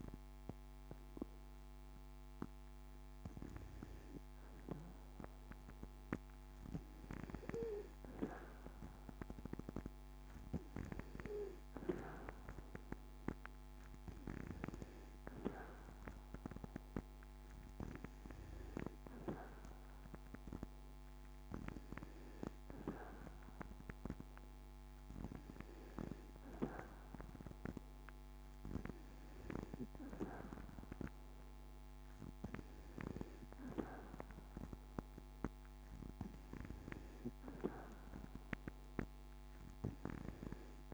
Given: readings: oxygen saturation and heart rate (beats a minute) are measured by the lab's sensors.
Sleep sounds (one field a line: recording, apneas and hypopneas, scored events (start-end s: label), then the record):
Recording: breathing in sleep by a microphone on the trachea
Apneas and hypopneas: none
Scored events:
none scored
From the record:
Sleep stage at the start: N2 (light sleep)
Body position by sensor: on the back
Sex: female